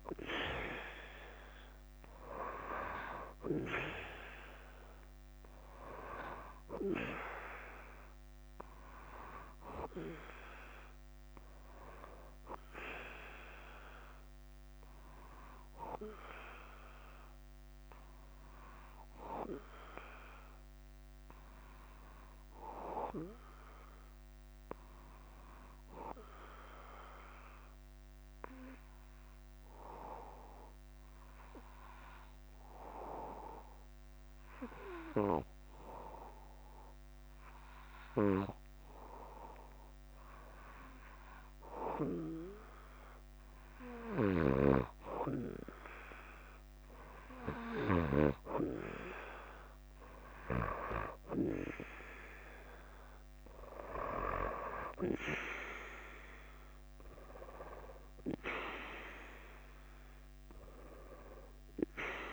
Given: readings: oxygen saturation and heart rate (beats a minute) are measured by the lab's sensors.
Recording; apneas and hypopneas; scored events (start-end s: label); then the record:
breathing in sleep by a microphone on the trachea; 1
0.00-62.33 s: bradycardia (device-marked, heart rate 45 extreme)
15.00-33.00 s: oxygen desaturation (device-marked, oxygen 97% before, 94% lowest, heart rate 53 before, 45 extreme)
16.50-43.00 s: obstructive apnea (oxygen 97% before, 91% lowest, heart rate 53 before, 45 extreme, up 9 after)
44.50-48.50 s: snoring (device-marked)
47.00-62.33 s: new sleep stage, N2 (light sleep)
47.50-52.00 s: arousal
From the record:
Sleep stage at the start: REM sleep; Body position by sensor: on the back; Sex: male